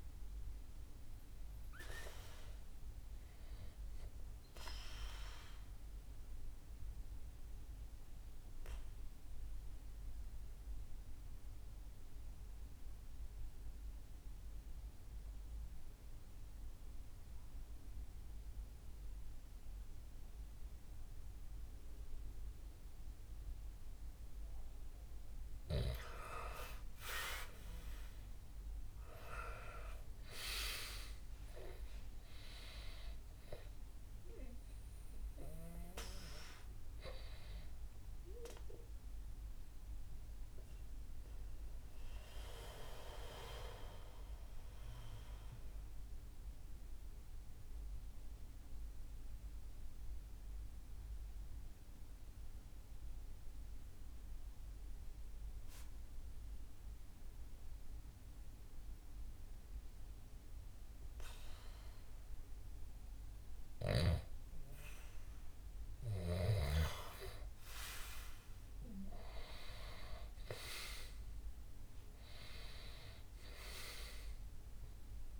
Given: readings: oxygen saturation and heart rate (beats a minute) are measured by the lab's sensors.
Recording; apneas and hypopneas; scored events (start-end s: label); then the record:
breathing in sleep by a room microphone; 2
0.00-16.00 s: oxygen desaturation (device-marked, oxygen 93% lowest, heart rate 62 extreme)
4.50-25.00 s: obstructive apnea (oxygen 98% before, 93% lowest, heart rate 68 before, 62 extreme, up 7 after)
27.00-30.50 s: arousal
38.50-66.00 s: mixed apnea (oxygen 98% before, 93% lowest, heart rate 68 before, 61 extreme, up 5 after)
67.50-72.50 s: arousal
70.00-75.40 s: oxygen desaturation (device-marked, oxygen 97% before, 93% lowest, heart rate 67 before, 61 extreme)
From the record:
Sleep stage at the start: N2 (light sleep); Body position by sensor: on the back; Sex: male